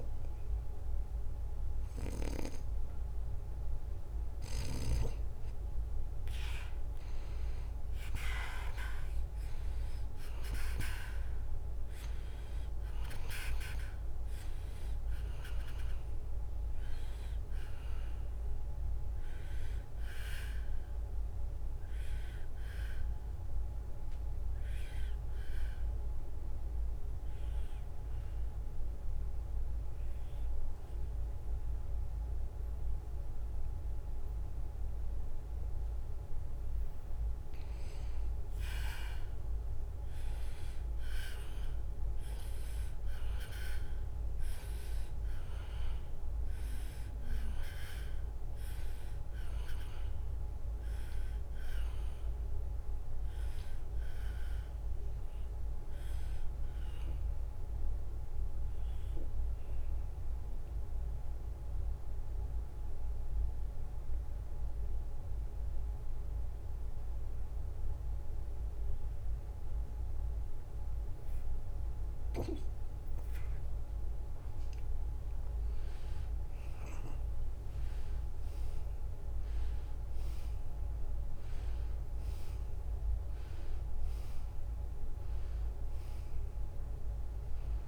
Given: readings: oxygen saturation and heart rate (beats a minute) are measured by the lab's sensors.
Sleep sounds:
breathing in sleep by a room microphone; 2
0.00-1.50 s: arousal
7.50-31.50 s: oxygen desaturation (device-marked, oxygen 94% before, 90% lowest, heart rate 71 before, 71 extreme)
21.00-36.00 s: obstructive apnea (oxygen 94% before, 88% lowest, heart rate 72 before, 71 extreme, up 1 after)
39.50-42.50 s: arousal
46.50-63.50 s: oxygen desaturation (device-marked, oxygen 95% before, 90% lowest, heart rate 72 before, 70 extreme)
54.50-73.00 s: obstructive apnea (oxygen 95% before, 88% lowest, heart rate 73 before, 70 extreme, up 4 after)
75.50-80.00 s: arousal
79.50-87.88 s: oxygen desaturation (device-marked, oxygen 95% before, 88% lowest, heart rate 71 before, 69 extreme)
From the record:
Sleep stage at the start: N2 (light sleep); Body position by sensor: on the back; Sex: male

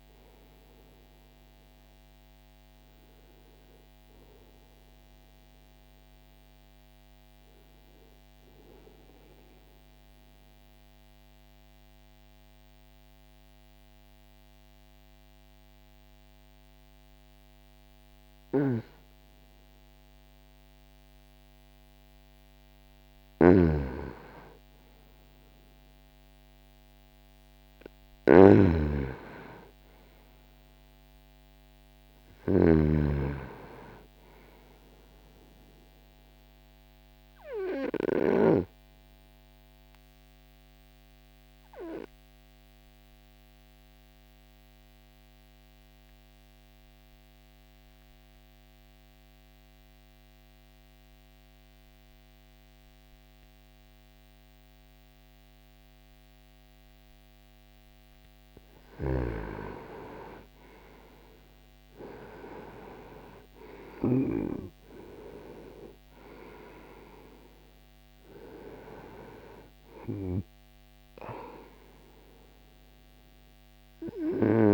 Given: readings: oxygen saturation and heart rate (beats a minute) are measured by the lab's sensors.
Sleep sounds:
breathing in sleep by a microphone on the trachea; 2
0.00-6.00 s: oxygen desaturation (device-marked, oxygen 93% lowest, heart rate 52 extreme)
8.00-22.50 s: mixed apnea (oxygen 99% before, 91% lowest, heart rate 59 before, 59 extreme, up 1 after)
17.00-28.00 s: oxygen desaturation (device-marked, oxygen 96% before, 91% lowest, heart rate 61 before, 59 extreme)
22.50-32.00 s: snoring (device-marked)
25.50-30.00 s: arousal
37.00-57.00 s: obstructive apnea (oxygen 99% before, 91% lowest, heart rate 60 before, 60 extreme, up 1 after)
40.00-55.00 s: oxygen desaturation (device-marked, oxygen 99% before, 92% lowest, heart rate 60 before, 60 extreme)
58.00-63.50 s: snoring (device-marked)
59.00-64.50 s: arousal
From the record:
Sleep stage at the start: N2 (light sleep); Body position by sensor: on the back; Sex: male

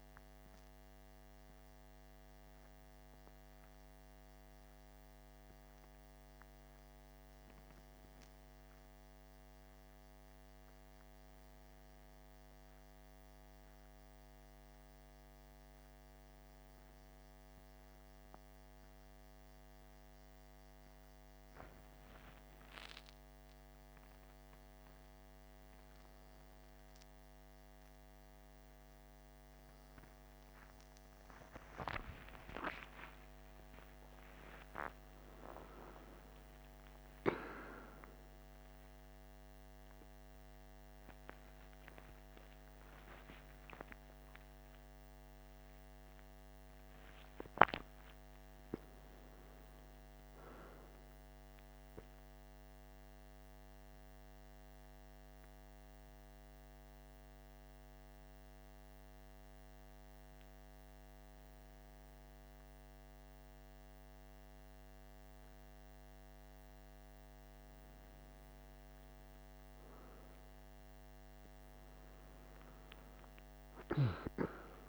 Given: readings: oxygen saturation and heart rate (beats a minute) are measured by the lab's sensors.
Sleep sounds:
a person partly awake in a sleep study, by a microphone on the trachea; 1
27.00-57.00 s: new sleep stage, awake
53.50-68.50 s: mixed apnea (oxygen 96% before, 93% lowest, heart rate 76 before, 52 extreme, up 3 after)
57.00-74.89 s: new sleep stage, N1 (lightest sleep)
From the record:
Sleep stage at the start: N1 (lightest sleep); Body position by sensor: on the back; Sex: male

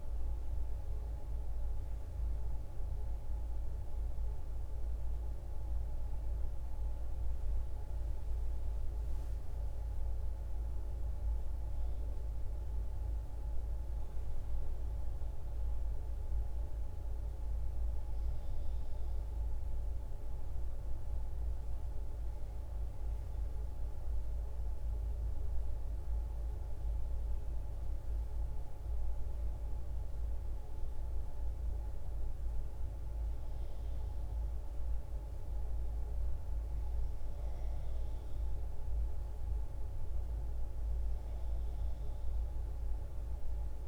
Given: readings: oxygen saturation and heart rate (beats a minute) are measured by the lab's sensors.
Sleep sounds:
a person awake in a sleep study, hard to hear, by a room microphone; none
none scored
From the record:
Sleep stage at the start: awake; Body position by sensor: on the back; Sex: female

